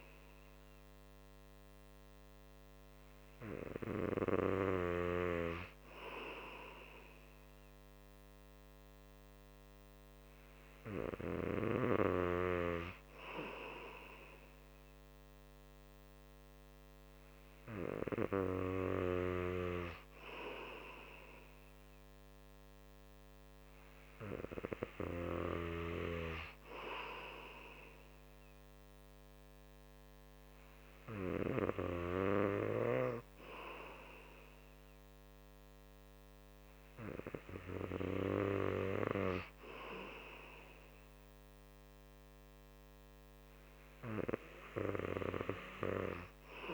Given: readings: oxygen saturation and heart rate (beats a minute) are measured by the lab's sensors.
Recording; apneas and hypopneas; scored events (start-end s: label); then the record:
breathing in sleep by a microphone on the trachea; none
none scored
From the record:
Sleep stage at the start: N2 (light sleep); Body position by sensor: on the right side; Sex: male